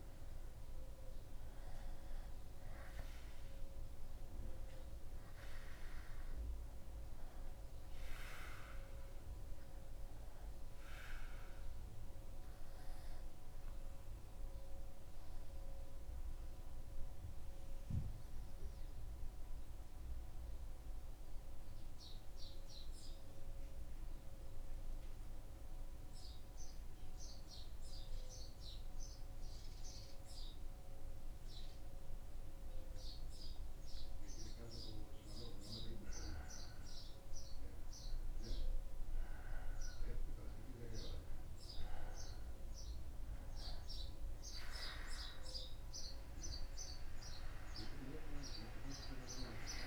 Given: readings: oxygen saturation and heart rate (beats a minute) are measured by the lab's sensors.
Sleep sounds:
breathing in sleep by a room microphone; 1
17.50-33.50 s: mixed apnea (oxygen 96% before, 93% lowest, heart rate 76 before, 74 extreme, up 1 after)
33.50-37.50 s: arousal
From the record:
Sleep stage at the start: N2 (light sleep); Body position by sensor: on the back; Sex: male

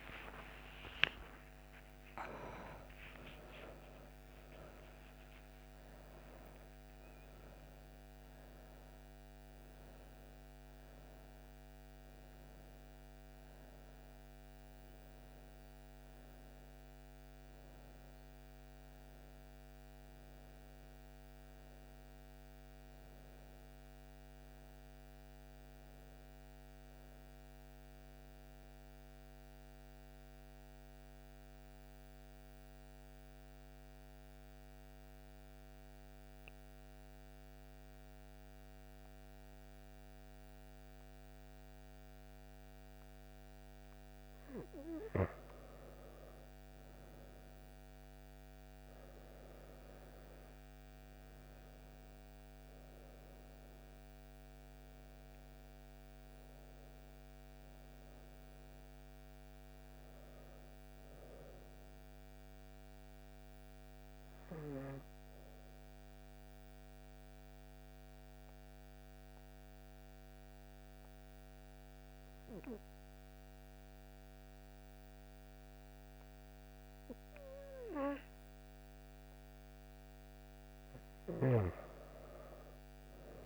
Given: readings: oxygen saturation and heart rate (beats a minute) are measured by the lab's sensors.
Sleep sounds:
breathing in sleep by a microphone on the trachea; 2
0.00-10.00 s: oxygen desaturation (device-marked, oxygen 90% lowest)
29.00-83.46 s: new sleep stage, N2 (light sleep)
29.50-43.50 s: central apnea (oxygen 98% before, 90% lowest)
43.00-67.00 s: oxygen desaturation (device-marked, oxygen 98% before, 90% lowest)
46.00-50.00 s: arousal
63.50-79.00 s: hypopnea (oxygen 98% before, 92% lowest)
81.00-83.46 s: arousal
From the record:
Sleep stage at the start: N1 (lightest sleep); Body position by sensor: on the back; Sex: female

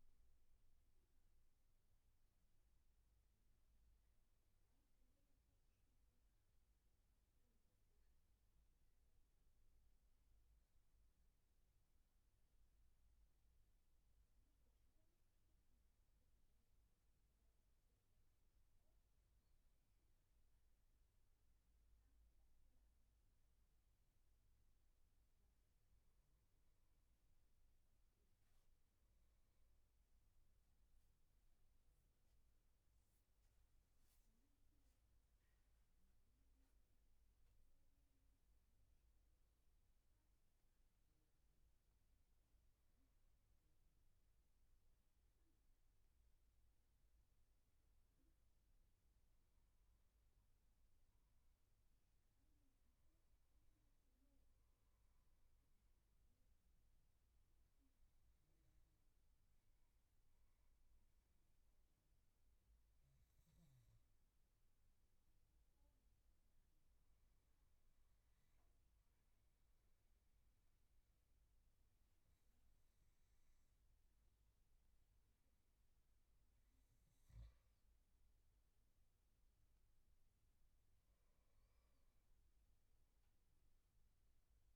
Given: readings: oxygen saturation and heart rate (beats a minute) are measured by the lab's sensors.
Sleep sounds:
breathing in sleep, hard to hear, by a room microphone; 1
44.50-48.50 s: arousal
56.50-74.00 s: obstructive apnea (oxygen 97% before, 91% lowest, heart rate 78 before, 73 extreme, up 3 after)
76.00-79.50 s: arousal
From the record:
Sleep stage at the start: N2 (light sleep); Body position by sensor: on the back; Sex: male

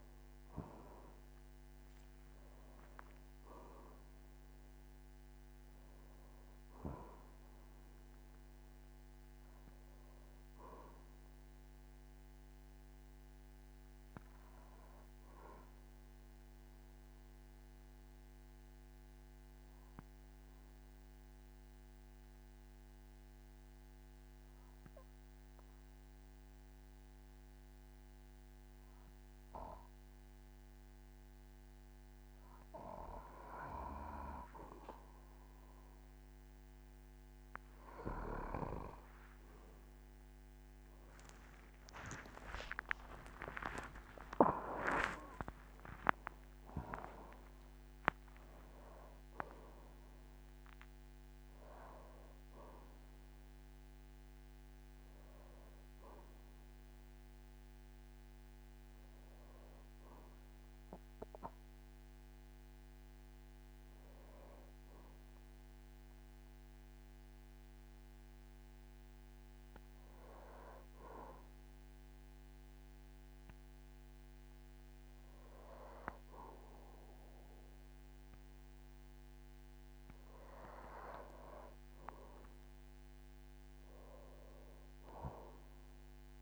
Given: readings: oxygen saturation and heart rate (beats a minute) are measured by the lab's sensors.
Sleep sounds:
breathing in sleep by a microphone on the trachea; 2
0.00-3.00 s: tachycardia (device-marked, heart rate 54 before, 93 extreme)
0.00-22.00 s: oxygen desaturation (device-marked, oxygen 98% before, 94% lowest, heart rate 51 before, 49 extreme)
1.00-3.00 s: long interval between heartbeats (device-marked, heart rate 52 before, 70 extreme)
16.00-31.00 s: obstructive apnea (oxygen 98% before, 93% lowest, heart rate 72 before, 49 extreme, up 4 after)
38.00-67.00 s: oxygen desaturation (device-marked, oxygen 99% before, 93% lowest, heart rate 50 before, 49 extreme)
39.00-69.00 s: new sleep stage, N1 (lightest sleep)
40.00-52.00 s: tachycardia (device-marked, heart rate 55 before, 200 extreme)
41.00-46.50 s: arousal
45.00-47.00 s: long interval between heartbeats (device-marked, heart rate 60 before, 153 extreme)
47.00-49.00 s: long interval between heartbeats (device-marked, heart rate 70 before, 176 extreme)
50.00-52.00 s: long interval between heartbeats (device-marked, heart rate 91 before, 153 extreme)
67.50-81.00 s: hypopnea (oxygen 97% before, 94% lowest, heart rate 104 before, 48 extreme, up 59 after)
69.00-86.42 s: new sleep stage, N2 (light sleep)
81.00-86.00 s: tachycardia (device-marked, heart rate 57 before, 108 extreme)
82.50-84.50 s: long interval between heartbeats (device-marked, heart rate 52 before, 86 extreme)
83.50-86.42 s: arousal
From the record:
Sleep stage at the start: N2 (light sleep); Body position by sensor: on the back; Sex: male

